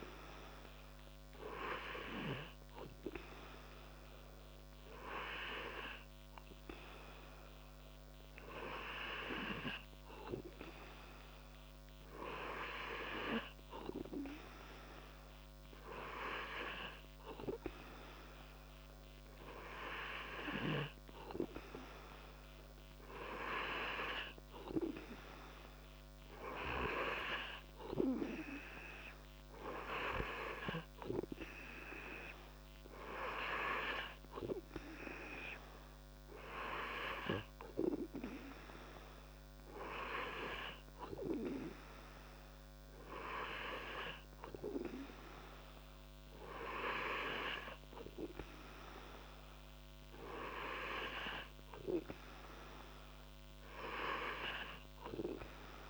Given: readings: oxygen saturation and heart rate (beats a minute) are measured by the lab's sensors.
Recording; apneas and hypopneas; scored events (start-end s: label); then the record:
breathing in sleep by a microphone on the trachea; none
none scored
From the record:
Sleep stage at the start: N2 (light sleep); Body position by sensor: on the back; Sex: male